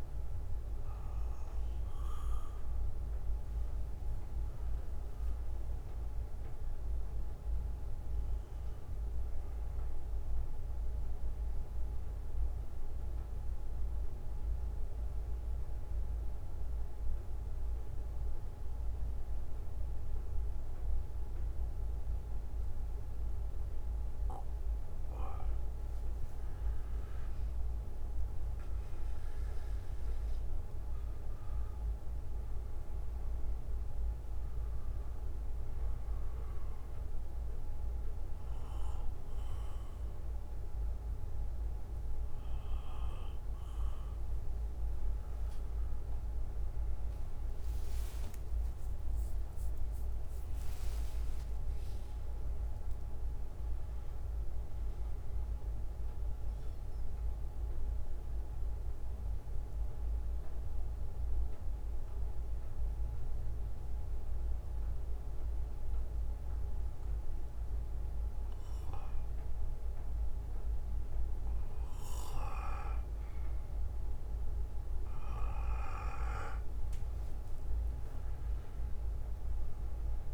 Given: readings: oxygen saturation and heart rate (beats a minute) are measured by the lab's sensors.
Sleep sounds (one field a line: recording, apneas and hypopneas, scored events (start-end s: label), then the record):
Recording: breathing in sleep, hard to hear, by a room microphone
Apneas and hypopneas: 2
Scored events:
0.00-3.50 s: bradycardia (device-marked, heart rate 50 extreme)
8.50-23.50 s: bradycardia (device-marked, heart rate 60 before, 49 extreme)
11.00-26.50 s: mixed apnea (oxygen 96% before, 92% lowest, heart rate 61 before, 49 extreme, up 16 after)
28.50-32.50 s: arousal
38.50-44.50 s: bradycardia (device-marked, heart rate 61 before, 52 extreme)
47.50-53.50 s: oxygen desaturation (device-marked, oxygen 95% before, 92% lowest, heart rate 62 before, 48 extreme)
48.50-53.50 s: arousal
56.50-65.50 s: bradycardia (device-marked, heart rate 61 before, 48 extreme)
56.50-76.00 s: mixed apnea (oxygen 96% before, 92% lowest, heart rate 65 before, 48 extreme, up 17 after)
67.50-70.50 s: bradycardia (device-marked, heart rate 61 before, 55 extreme)
71.50-75.50 s: bradycardia (device-marked, heart rate 61 before, 56 extreme)
78.50-80.34 s: arousal
From the record:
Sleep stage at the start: N2 (light sleep)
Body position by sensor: on the back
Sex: male